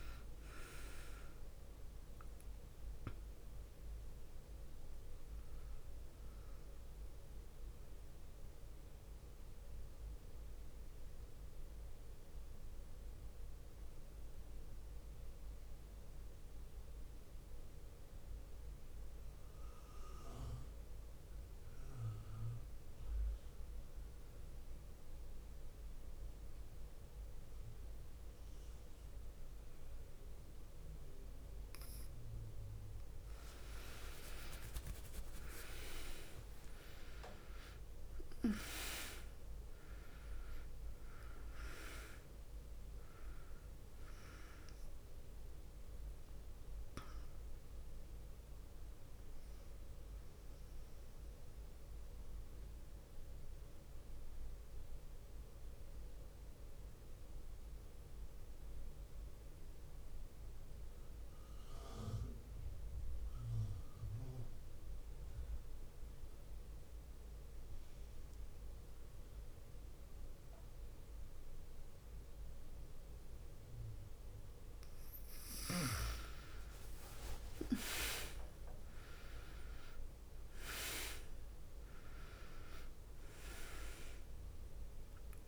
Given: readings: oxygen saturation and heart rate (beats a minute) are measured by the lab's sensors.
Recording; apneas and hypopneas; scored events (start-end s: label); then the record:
breathing in sleep by a room microphone; 2
0.00-19.50 s: oxygen desaturation (device-marked, oxygen 89% lowest, heart rate 48 extreme)
7.50-31.50 s: mixed apnea (oxygen 99% before, 89% lowest, heart rate 60 before, 48 extreme, up 12 after)
33.00-38.50 s: arousal
33.50-61.50 s: oxygen desaturation (device-marked, oxygen 100% before, 90% lowest, heart rate 50 before, 50 extreme)
51.00-73.00 s: mixed apnea (oxygen 100% before, 88% lowest, heart rate 58 before, 49 extreme, up 10 after)
74.50-85.48 s: oxygen desaturation (device-marked, oxygen 99% before, 88% lowest, heart rate 51 before, 48 extreme)
76.00-81.50 s: arousal
From the record:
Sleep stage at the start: N2 (light sleep); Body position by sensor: on the back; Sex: female